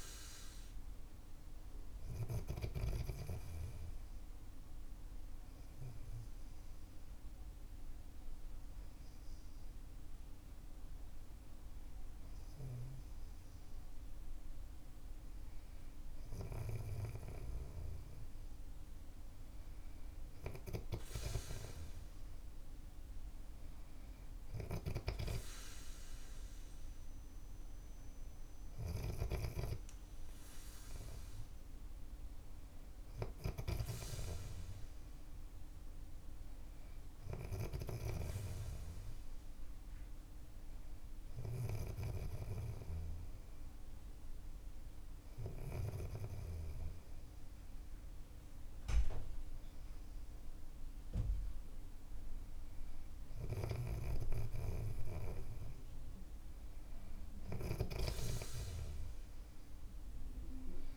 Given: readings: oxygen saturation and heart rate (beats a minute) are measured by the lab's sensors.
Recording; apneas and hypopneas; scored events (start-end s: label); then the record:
breathing in sleep by a room microphone; none
14.00-60.97 s: new sleep stage, N3 (deep sleep)
From the record:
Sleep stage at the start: N2 (light sleep); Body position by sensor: on the back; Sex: male